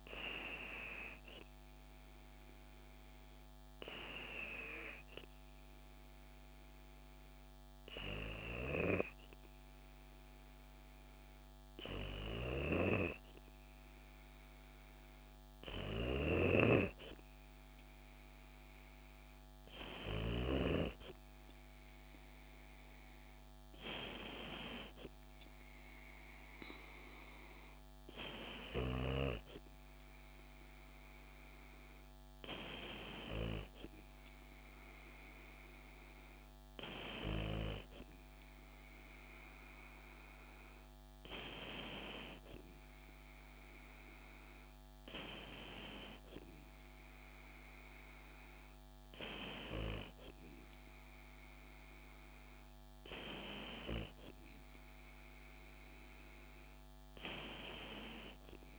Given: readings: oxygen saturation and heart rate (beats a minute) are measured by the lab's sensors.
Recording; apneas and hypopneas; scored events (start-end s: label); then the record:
breathing in sleep by a microphone on the trachea; none
none scored
From the record:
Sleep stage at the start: N2 (light sleep); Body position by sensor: on the back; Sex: female